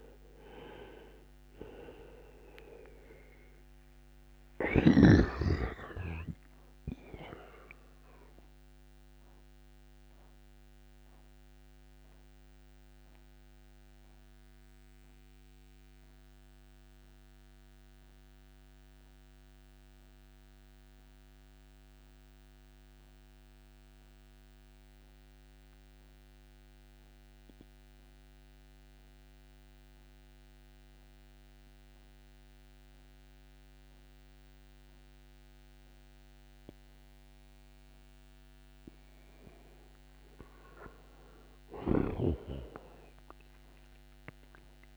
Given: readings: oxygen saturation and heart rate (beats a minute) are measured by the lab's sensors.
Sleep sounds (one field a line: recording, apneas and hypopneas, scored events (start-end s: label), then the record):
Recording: breathing in sleep by a microphone on the trachea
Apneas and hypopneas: 1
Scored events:
9.50-39.00 s: central apnea (oxygen 97% before, 89% lowest, heart rate 66 before, 60 extreme, up 6 after)
42.50-44.97 s: arousal
From the record:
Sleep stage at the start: N1 (lightest sleep)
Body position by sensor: on the right side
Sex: male